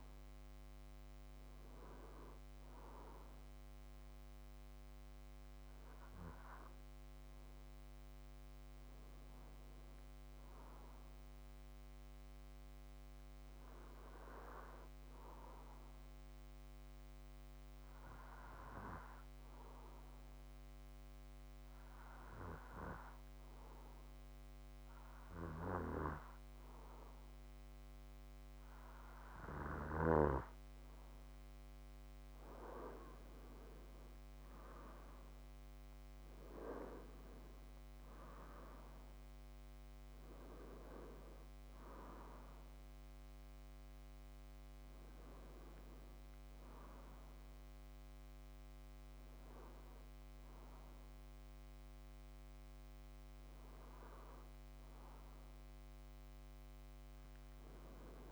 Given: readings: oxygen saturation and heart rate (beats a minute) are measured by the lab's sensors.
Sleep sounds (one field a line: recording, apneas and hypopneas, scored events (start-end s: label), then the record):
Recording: breathing in sleep by a microphone on the trachea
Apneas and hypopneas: 1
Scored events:
0.00-21.00 s: oxygen desaturation (device-marked, oxygen 91% lowest, heart rate 54 extreme)
15.50-28.50 s: hypopnea (oxygen 96% before, 91% lowest, heart rate 58 before, 55 extreme, up 41 after)
34.00-57.00 s: oxygen desaturation (device-marked, oxygen 95% before, 91% lowest, heart rate 64 before, 55 extreme)
48.00-58.31 s: new sleep stage, awake
From the record:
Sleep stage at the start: N2 (light sleep)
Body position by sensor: on the back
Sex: male